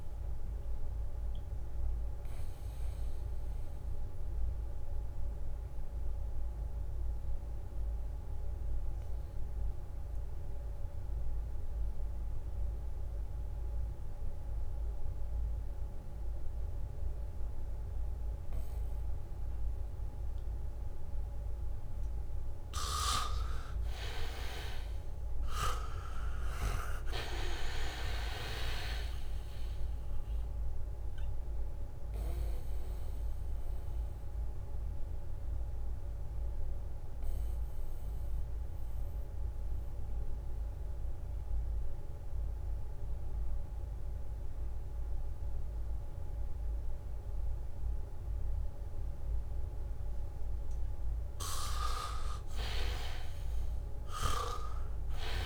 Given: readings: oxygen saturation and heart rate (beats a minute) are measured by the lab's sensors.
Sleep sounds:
breathing in sleep by a room microphone; 2
0.00-15.50 s: oxygen desaturation (device-marked, oxygen 83% lowest, heart rate 72 extreme)
4.00-22.00 s: obstructive apnea (oxygen 98% before, 82% lowest, heart rate 76 before, 72 extreme, up 12 after)
25.00-28.00 s: arousal
25.50-50.50 s: oxygen desaturation (device-marked, oxygen 99% before, 82% lowest, heart rate 76 before, 72 extreme)
27.50-35.00 s: leg movement (device-marked)
28.00-30.00 s: long interval between heartbeats (device-marked, heart rate 76 before, 82 extreme)
34.00-50.00 s: mixed apnea (oxygen 99% before, 80% lowest, heart rate 77 before, 72 extreme, up 4 after)
53.00-55.46 s: arousal
From the record:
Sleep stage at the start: N2 (light sleep); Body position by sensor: on the back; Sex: male

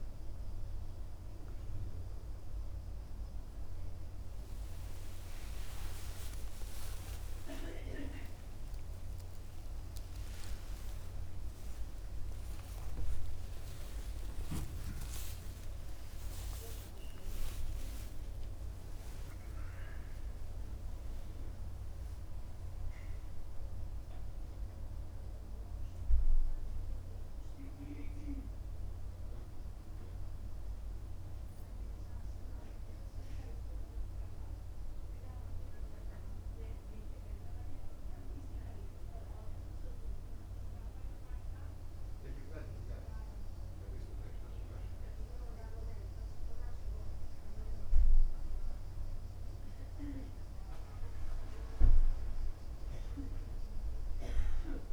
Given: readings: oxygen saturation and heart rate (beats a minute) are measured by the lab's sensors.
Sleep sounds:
a person awake in a sleep study, by a room microphone; none
30.00-54.93 s: new sleep stage, N1 (lightest sleep)
From the record:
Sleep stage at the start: awake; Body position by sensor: on the right side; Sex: male

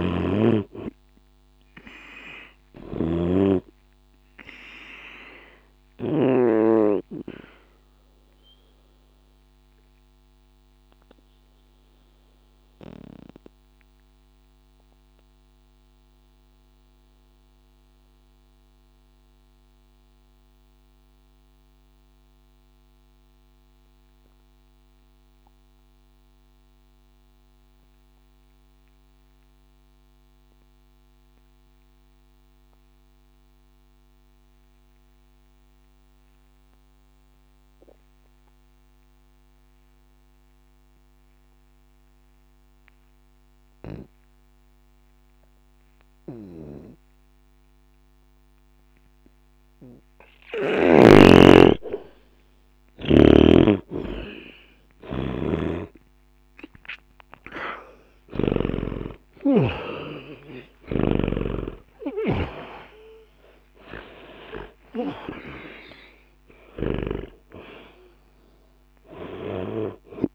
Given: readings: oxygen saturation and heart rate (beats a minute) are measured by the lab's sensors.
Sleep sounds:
breathing in sleep by a microphone on the trachea; 1
0.00-3.50 s: snoring (device-marked)
0.00-27.00 s: oxygen desaturation (device-marked, oxygen 75% lowest, heart rate 60 extreme)
5.00-51.00 s: obstructive apnea (oxygen 97% before, 75% lowest, heart rate 60 before, 60 extreme, up 0 after)
42.00-70.35 s: oxygen desaturation (device-marked, oxygen 99% before, 87% lowest, heart rate 60 before, 60 extreme)
53.50-57.50 s: arousal
53.50-59.00 s: snoring (device-marked)
From the record:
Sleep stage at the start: N2 (light sleep); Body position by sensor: on the back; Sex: male

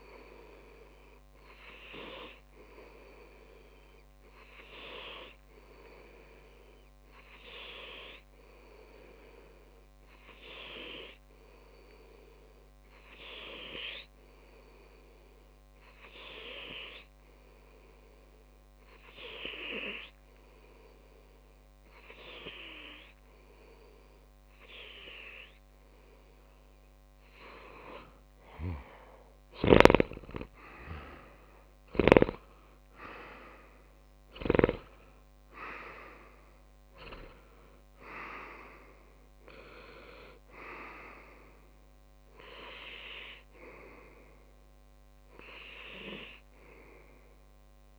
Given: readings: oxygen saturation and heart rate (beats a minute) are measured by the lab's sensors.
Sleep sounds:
breathing in sleep by a microphone on the trachea; 1
0.50-2.50 s: long interval between heartbeats (device-marked, heart rate 105 before, 97 extreme)
1.50-3.50 s: tachycardia (device-marked, heart rate 102 before, 109 extreme)
2.00-25.50 s: hypopnea (oxygen 100% before, 95% lowest, heart rate 105 before, 47 extreme, up 46 after)
3.00-5.00 s: long interval between heartbeats (device-marked, heart rate 104 before, 98 extreme)
4.50-38.50 s: tachycardia (device-marked, heart rate 102 before, 159 extreme)
6.00-8.00 s: long interval between heartbeats (device-marked, heart rate 99 before, 94 extreme)
8.00-10.00 s: long interval between heartbeats (device-marked, heart rate 97 before, 103 extreme)
10.50-12.50 s: long interval between heartbeats (device-marked, heart rate 98 before, 123 extreme)
15.00-17.00 s: long interval between heartbeats (device-marked, heart rate 104 before, 132 extreme)
18.00-20.00 s: long interval between heartbeats (device-marked, heart rate 111 before, 137 extreme)
21.50-23.50 s: long interval between heartbeats (device-marked, heart rate 121 before, 124 extreme)
23.50-25.50 s: long interval between heartbeats (device-marked, heart rate 123 before, 113 extreme)
28.00-30.00 s: long interval between heartbeats (device-marked, heart rate 128 before, 155 extreme)
29.00-33.00 s: arousal
33.00-35.00 s: long interval between heartbeats (device-marked, heart rate 135 before, 106 extreme)
36.00-38.00 s: long interval between heartbeats (device-marked, heart rate 132 before, 119 extreme)
38.00-40.00 s: long interval between heartbeats (device-marked, heart rate 132 before, 118 extreme)
45.50-47.50 s: long interval between heartbeats (device-marked, heart rate 120 before, 75 extreme)
From the record:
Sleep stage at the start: N2 (light sleep); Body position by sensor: on the back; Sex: male

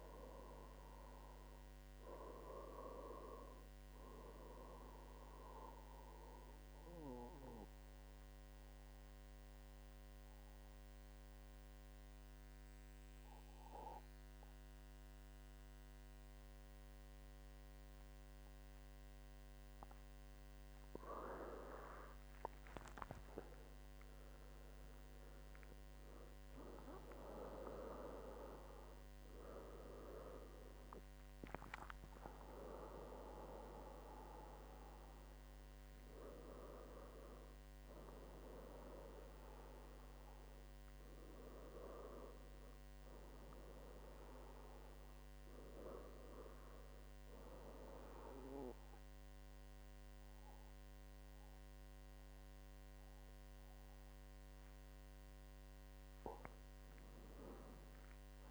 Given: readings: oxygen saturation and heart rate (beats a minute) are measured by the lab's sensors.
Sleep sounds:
breathing in sleep by a microphone on the trachea; 1
0.00-2.00 s: arousal
5.00-20.50 s: mixed apnea (oxygen 97% before, 94% lowest, heart rate 75 before, 71 extreme, up 9 after)
21.00-35.00 s: oxygen desaturation (device-marked, oxygen 97% before, 94% lowest, heart rate 73 before, 71 extreme)
24.00-28.50 s: arousal
56.00-58.50 s: arousal
From the record:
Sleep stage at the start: N2 (light sleep); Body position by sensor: on the back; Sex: male

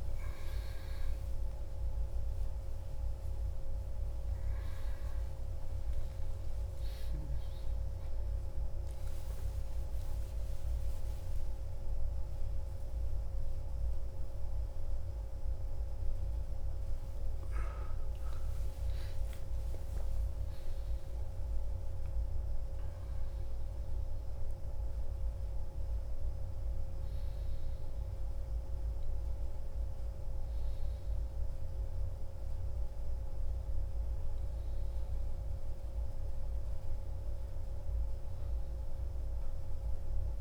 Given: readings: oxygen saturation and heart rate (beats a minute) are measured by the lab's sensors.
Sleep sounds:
a person awake in a sleep study, hard to hear, by a room microphone; none
0.00-10.50 s: oxygen desaturation (device-marked, oxygen 91% lowest)
24.50-40.41 s: new sleep stage, N1 (lightest sleep)
From the record:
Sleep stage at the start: awake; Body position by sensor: on the back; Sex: male

